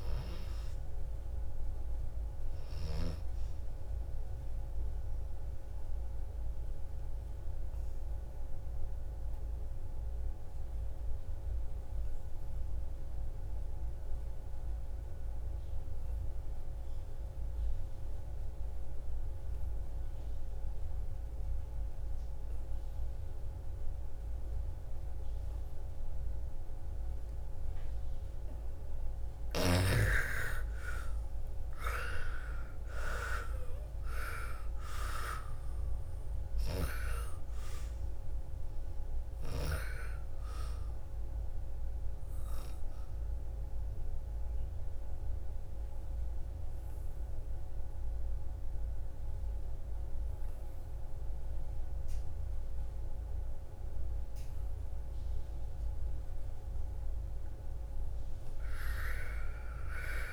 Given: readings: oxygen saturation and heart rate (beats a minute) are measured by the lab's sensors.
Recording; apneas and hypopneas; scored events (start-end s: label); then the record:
breathing in sleep by a room microphone; 2
0.00-9.50 s: oxygen desaturation (device-marked, oxygen 84% lowest, heart rate 55 extreme)
5.00-28.50 s: obstructive apnea (oxygen 97% before, 81% lowest, heart rate 63 before, 55 extreme, up 13 after)
23.50-51.50 s: oxygen desaturation (device-marked, oxygen 98% before, 81% lowest, heart rate 58 before, 55 extreme)
29.50-35.00 s: arousal
41.50-56.00 s: obstructive apnea (oxygen 98% before, 79% lowest, heart rate 64 before, 54 extreme, up 21 after)
58.00-60.33 s: arousal
From the record:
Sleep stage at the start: N2 (light sleep); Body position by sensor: on the back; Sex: female